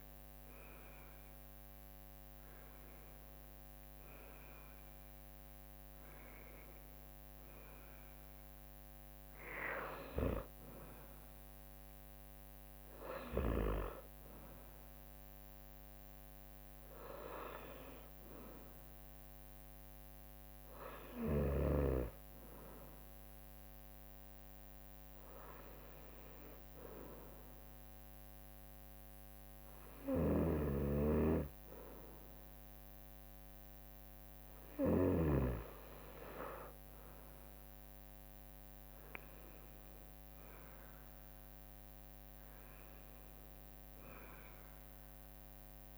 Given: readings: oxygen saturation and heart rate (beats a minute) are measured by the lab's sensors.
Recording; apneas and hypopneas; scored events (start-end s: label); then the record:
breathing in sleep by a microphone on the trachea; 1
0.00-16.00 s: oxygen desaturation (device-marked, oxygen 91% lowest, heart rate 61 extreme)
13.00-23.00 s: drop in pulse transit time (device-marked, heart rate 64 before, 63 extreme)
15.50-19.00 s: arousal
21.50-34.50 s: hypopnea (oxygen 96% before, 91% lowest, heart rate 64 before, 61 extreme, up 4 after)
29.50-35.00 s: snoring (device-marked)
30.00-45.98 s: new sleep stage, N2 (light sleep)
37.50-42.00 s: arousal
From the record:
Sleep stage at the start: N1 (lightest sleep); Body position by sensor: on the right side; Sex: female